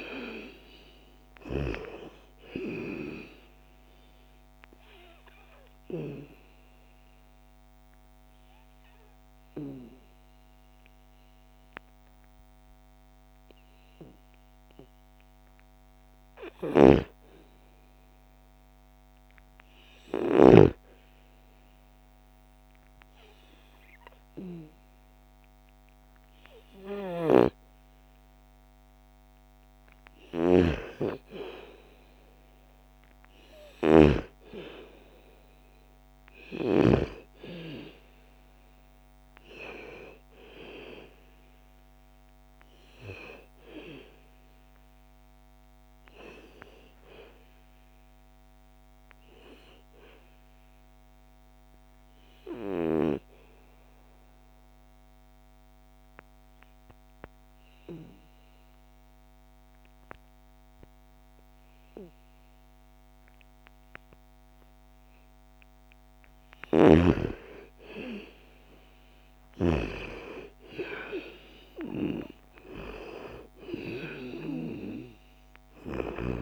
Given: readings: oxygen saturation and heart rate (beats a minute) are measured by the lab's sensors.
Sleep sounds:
breathing in sleep by a microphone on the trachea; 2
0.50-16.50 s: oxygen desaturation (device-marked, oxygen 96% before, 89% lowest, heart rate 62 before, 55 extreme)
3.50-14.50 s: obstructive apnea (oxygen 96% before, 89% lowest, heart rate 62 before, 55 extreme, up 3 after)
16.50-21.00 s: arousal
28.50-50.50 s: oxygen desaturation (device-marked, oxygen 98% before, 92% lowest, heart rate 58 before, 57 extreme)
29.50-36.50 s: snoring (device-marked)
46.00-49.00 s: arousal
51.00-64.50 s: obstructive apnea (oxygen 98% before, 87% lowest, heart rate 62 before, 57 extreme, up 7 after)
66.50-69.50 s: arousal
68.50-76.42 s: oxygen desaturation (device-marked, oxygen 97% before, 87% lowest, heart rate 60 before, 54 extreme)
From the record:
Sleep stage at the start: N2 (light sleep); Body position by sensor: on the back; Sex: female

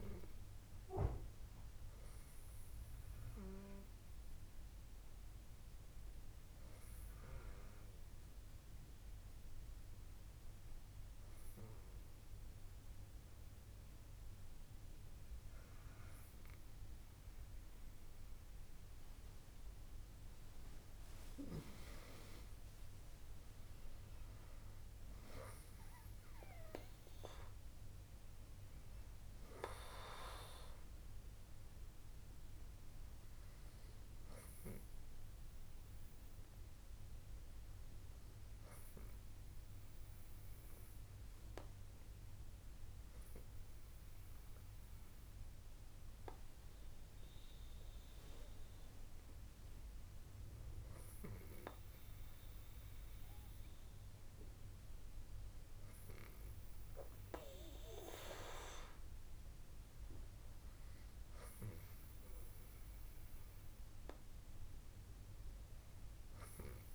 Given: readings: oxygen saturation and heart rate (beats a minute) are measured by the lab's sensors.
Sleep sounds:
breathing in sleep by a room microphone; 2
2.50-18.00 s: hypopnea (oxygen 97% before, 96% lowest, heart rate 67 before, 63 extreme, up 17 after)
19.50-23.00 s: arousal
40.00-59.50 s: hypopnea (oxygen 98% before, 96% lowest, heart rate 71 before, 61 extreme, up 4 after)
61.50-66.00 s: arousal
From the record:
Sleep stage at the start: N2 (light sleep); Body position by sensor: on the back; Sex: female

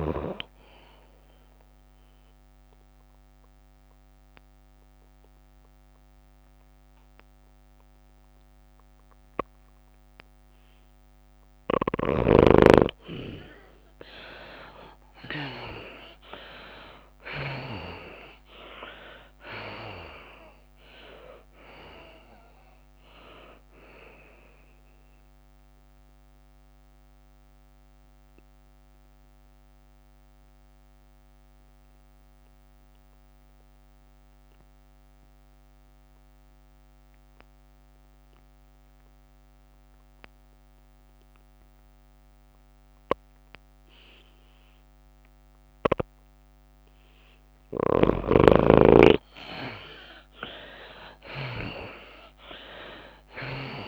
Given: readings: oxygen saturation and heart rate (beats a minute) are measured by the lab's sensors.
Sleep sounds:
breathing in sleep by a microphone on the trachea; 2
0.00-1.00 s: oxygen desaturation (device-marked, oxygen 73% lowest, heart rate 93 extreme)
0.00-2.00 s: long interval between heartbeats (device-marked, heart rate 114 before, 103 extreme)
0.00-3.00 s: tachycardia (device-marked, heart rate 137 extreme)
2.50-13.00 s: obstructive apnea (oxygen 96% before, 78% lowest, heart rate 114 before, 99 extreme, up 24 after)
12.00-32.00 s: tachycardia (device-marked, heart rate 101 before, 122 extreme)
14.00-37.00 s: oxygen desaturation (device-marked, oxygen 97% before, 80% lowest, heart rate 102 before, 93 extreme)
16.50-20.50 s: arousal
17.50-19.50 s: long interval between heartbeats (device-marked, heart rate 102 before, 120 extreme)
19.00-34.00 s: drop in pulse transit time (device-marked, heart rate 104 before, 102 extreme)
25.50-45.50 s: mixed apnea (oxygen 98% before, 78% lowest, heart rate 107 before, 93 extreme, up 6 after)
44.00-53.88 s: oxygen desaturation (device-marked, oxygen 98% before, 78% lowest, heart rate 101 before, 95 extreme)
48.00-50.50 s: arousal
52.00-53.88 s: tachycardia (device-marked, heart rate 101 before, 106 extreme)
From the record:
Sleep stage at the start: N2 (light sleep); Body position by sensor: on the back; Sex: female

